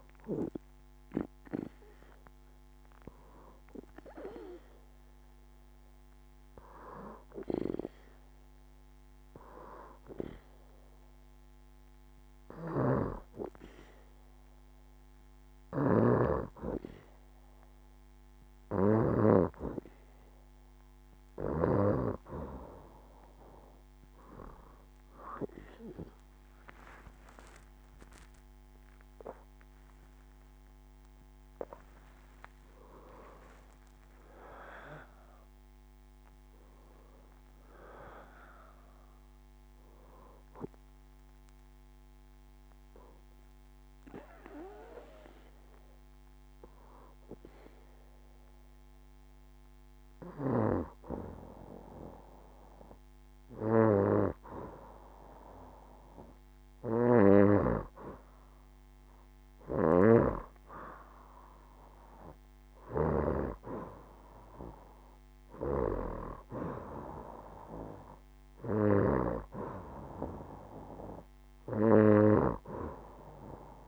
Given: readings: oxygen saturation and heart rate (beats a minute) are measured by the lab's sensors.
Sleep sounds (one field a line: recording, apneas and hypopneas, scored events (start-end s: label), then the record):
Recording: breathing in sleep by a microphone on the trachea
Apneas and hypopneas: 2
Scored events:
0.00-10.00 s: oxygen desaturation (device-marked, oxygen 87% lowest, heart rate 67 extreme)
4.50-19.50 s: hypopnea (oxygen 92% before, 89% lowest, heart rate 75 before, 68 extreme, up 6 after)
24.00-41.00 s: oxygen desaturation (device-marked, oxygen 94% before, 90% lowest, heart rate 70 before, 65 extreme)
26.50-30.50 s: arousal
30.00-32.00 s: long interval between heartbeats (device-marked, heart rate 71 before, 84 extreme)
41.50-53.50 s: hypopnea (oxygen 94% before, 89% lowest, heart rate 77 before, 65 extreme, up 7 after)
56.00-59.50 s: arousal
66.00-73.88 s: oxygen desaturation (device-marked, oxygen 95% before, 91% lowest, heart rate 69 before, 72 extreme)
From the record:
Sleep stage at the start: N2 (light sleep)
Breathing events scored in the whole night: 153 in 5.4 hours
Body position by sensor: on the back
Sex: female